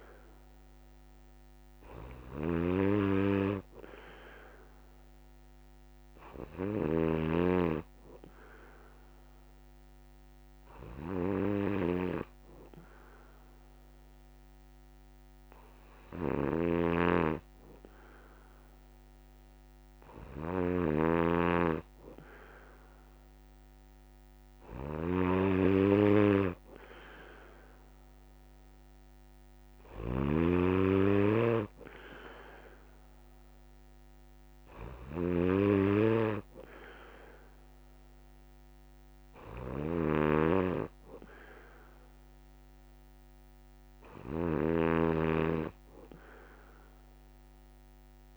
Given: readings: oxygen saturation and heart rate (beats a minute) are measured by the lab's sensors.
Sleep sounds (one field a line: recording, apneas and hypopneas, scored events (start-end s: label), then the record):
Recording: breathing in sleep by a microphone on the trachea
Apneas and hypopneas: none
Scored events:
0.00-48.37 s: snoring (device-marked)
From the record:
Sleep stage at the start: N3 (deep sleep)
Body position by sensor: on the back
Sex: male